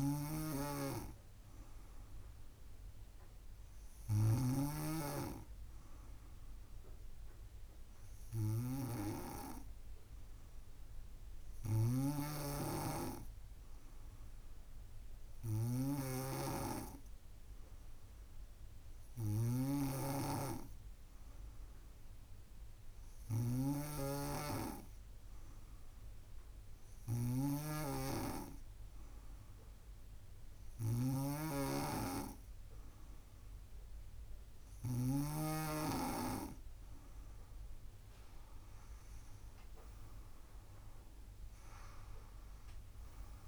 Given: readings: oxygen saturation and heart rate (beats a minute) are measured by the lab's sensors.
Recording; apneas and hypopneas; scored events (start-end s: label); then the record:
breathing in sleep by a room microphone; none
0.00-4.50 s: drop in pulse transit time (device-marked, heart rate 56 extreme)
0.00-4.50 s: snoring (device-marked)
11.50-35.50 s: snoring (device-marked)
38.00-43.00 s: arousal
39.00-41.50 s: leg movement (device-marked)
41.50-43.48 s: drop in pulse transit time (device-marked, heart rate 68 before, 68 extreme)
From the record:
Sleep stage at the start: N2 (light sleep); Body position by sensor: on the back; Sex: female